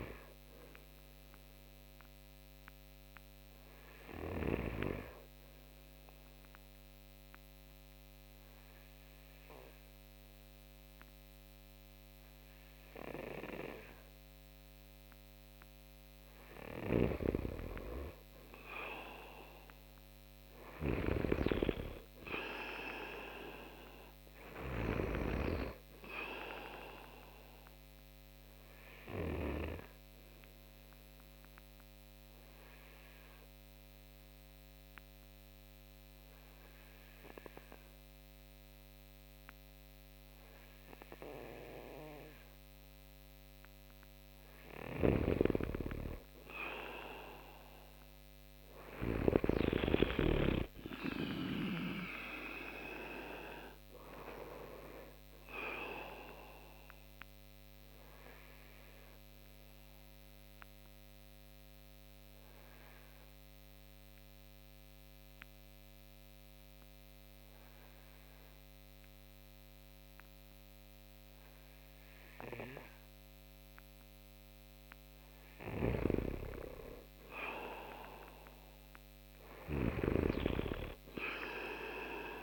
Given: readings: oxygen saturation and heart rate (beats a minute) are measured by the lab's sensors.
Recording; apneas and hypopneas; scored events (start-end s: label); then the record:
breathing in sleep by a microphone on the trachea; 3
0.00-4.00 s: snoring (device-marked)
0.00-11.50 s: oxygen desaturation (device-marked, oxygen 91% lowest)
0.50-13.50 s: obstructive apnea (oxygen 95% before, 90% lowest)
16.00-19.00 s: arousal
16.00-29.00 s: snoring (device-marked)
25.50-43.50 s: oxygen desaturation (device-marked, oxygen 95% before, 90% lowest)
26.50-43.50 s: obstructive apnea (oxygen 95% before, 90% lowest)
44.00-49.00 s: snoring (device-marked)
46.00-49.00 s: arousal
54.50-75.50 s: oxygen desaturation (device-marked, oxygen 96% before, 90% lowest)
55.50-73.50 s: obstructive apnea (oxygen 96% before, 89% lowest)
75.00-82.43 s: snoring (device-marked)
76.50-80.50 s: arousal
From the record:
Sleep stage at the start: N2 (light sleep); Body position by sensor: on the right side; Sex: male